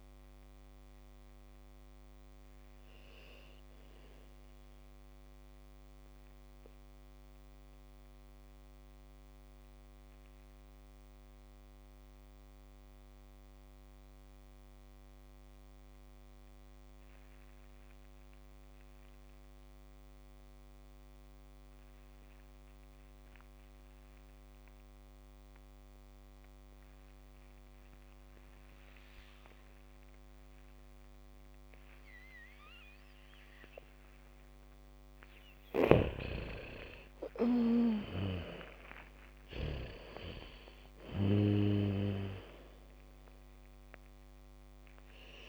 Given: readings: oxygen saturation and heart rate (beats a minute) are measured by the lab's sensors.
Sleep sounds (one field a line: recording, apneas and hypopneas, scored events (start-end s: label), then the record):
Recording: breathing in sleep by a microphone on the trachea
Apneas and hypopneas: 1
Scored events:
1.50-36.00 s: mixed apnea (oxygen 99% before, 74% lowest, heart rate 57 before, 45 extreme, up 2 after)
2.00-15.00 s: oxygen desaturation (device-marked, oxygen 90% before, 74% lowest, heart rate 57 before, 45 extreme)
27.00-45.49 s: oxygen desaturation (device-marked, oxygen 99% before, 76% lowest, heart rate 75 before, 45 extreme)
29.00-41.00 s: bradycardia (device-marked, heart rate 69 before, 45 extreme)
37.50-41.50 s: arousal
From the record:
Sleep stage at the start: N2 (light sleep)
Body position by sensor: on the back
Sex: female